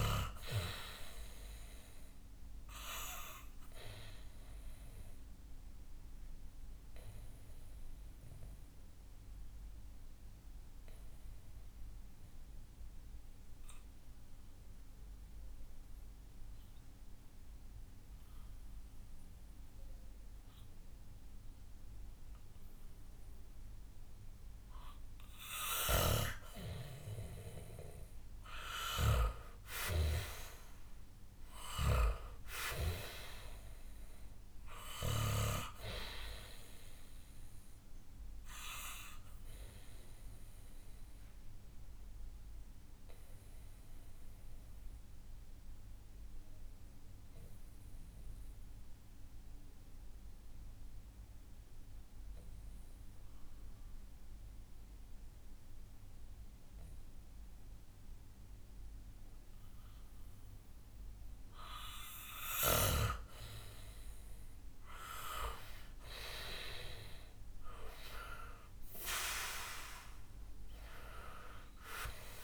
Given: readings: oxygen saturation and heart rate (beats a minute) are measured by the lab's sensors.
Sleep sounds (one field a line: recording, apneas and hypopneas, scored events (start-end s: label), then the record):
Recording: breathing in sleep by a room microphone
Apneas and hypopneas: 2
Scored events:
0.00-21.00 s: oxygen desaturation (device-marked, oxygen 91% lowest, heart rate 63 extreme)
5.00-24.50 s: hypopnea (oxygen 98% before, 91% lowest, heart rate 65 before, 63 extreme, up 4 after)
29.00-54.00 s: oxygen desaturation (device-marked, oxygen 97% before, 91% lowest, heart rate 65 before, 63 extreme)
29.50-33.00 s: arousal
31.00-35.00 s: snoring (device-marked)
38.50-60.50 s: obstructive apnea (oxygen 97% before, 91% lowest, heart rate 66 before, 61 extreme, up 6 after)
63.00-66.00 s: arousal
69.00-72.44 s: oxygen desaturation (device-marked, oxygen 97% before, 91% lowest, heart rate 66 before, 61 extreme)
From the record:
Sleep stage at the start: N2 (light sleep)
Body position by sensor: on the back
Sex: male